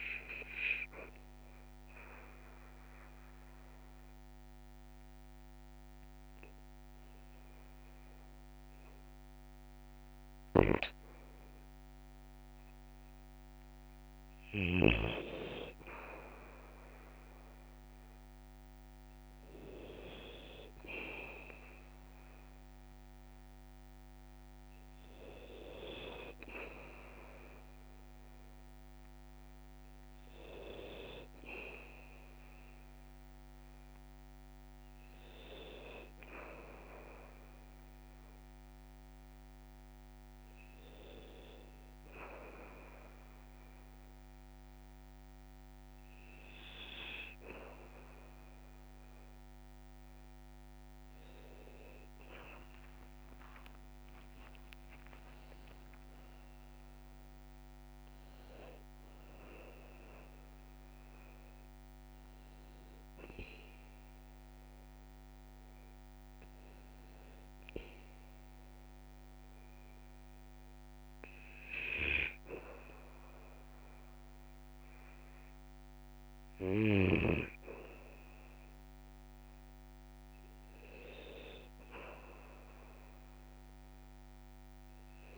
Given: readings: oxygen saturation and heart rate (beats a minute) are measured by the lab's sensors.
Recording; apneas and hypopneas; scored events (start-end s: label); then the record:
breathing in sleep by a microphone on the trachea; 2
1.00-14.00 s: obstructive apnea (oxygen 98% before, 95% lowest, heart rate 59 before, 54 extreme, up 2 after)
16.50-21.00 s: arousal
52.50-56.00 s: arousal
55.00-57.00 s: long interval between heartbeats (device-marked, heart rate 56 before, 79 extreme)
68.00-80.50 s: hypopnea (oxygen 98% before, 97% lowest, heart rate 67 before, 53 extreme, up 3 after)
82.50-85.37 s: arousal
From the record:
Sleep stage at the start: N2 (light sleep); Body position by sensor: on the back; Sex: male